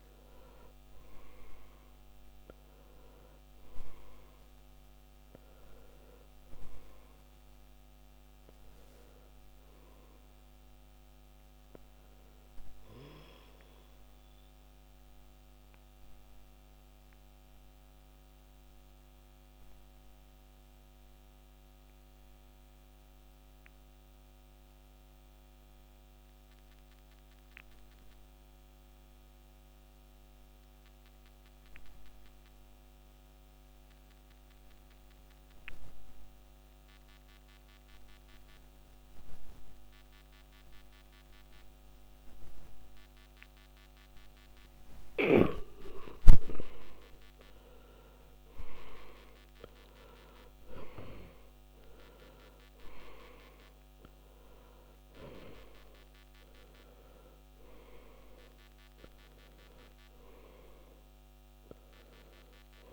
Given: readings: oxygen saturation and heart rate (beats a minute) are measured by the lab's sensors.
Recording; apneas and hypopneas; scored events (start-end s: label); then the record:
breathing in sleep by a microphone on the trachea; 1
0.00-32.00 s: oxygen desaturation (device-marked, oxygen 77% lowest, heart rate 49 extreme)
14.50-44.50 s: obstructive apnea (oxygen 97% before, 77% lowest, heart rate 71 before, 49 extreme, up 17 after)
45.50-50.00 s: arousal
52.00-62.93 s: oxygen desaturation (device-marked, oxygen 98% before, 83% lowest, heart rate 54 before, 48 extreme)
From the record:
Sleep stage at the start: N2 (light sleep); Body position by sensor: on the back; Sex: male